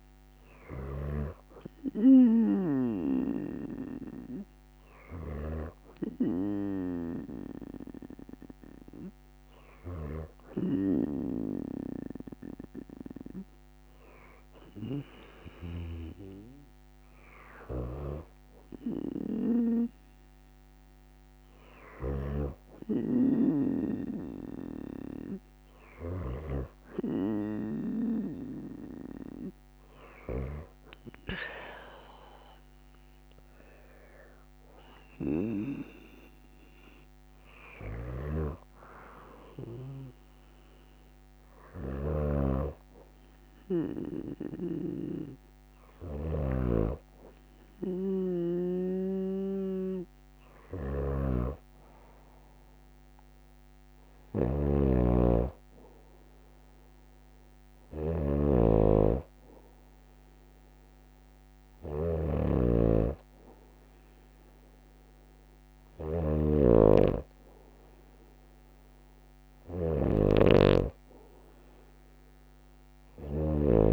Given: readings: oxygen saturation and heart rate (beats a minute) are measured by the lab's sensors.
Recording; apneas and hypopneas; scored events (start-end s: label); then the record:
breathing in sleep by a microphone on the trachea; none
53.50-73.93 s: snoring (device-marked)
From the record:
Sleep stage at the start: N2 (light sleep); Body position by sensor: on the right side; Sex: female